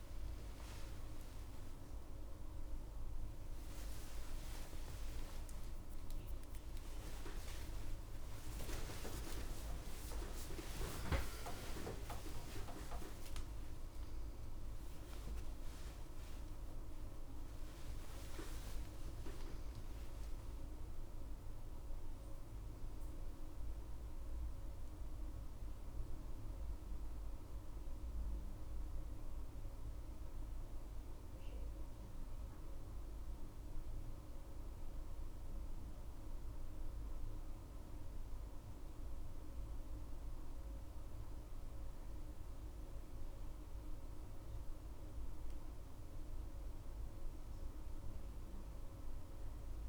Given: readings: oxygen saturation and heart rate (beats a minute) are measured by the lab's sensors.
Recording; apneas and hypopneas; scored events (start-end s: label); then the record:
a person partly awake in a sleep study, by a room microphone; none
19.50-49.89 s: new sleep stage, N1 (lightest sleep)
From the record:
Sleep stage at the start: awake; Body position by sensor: on the back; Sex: female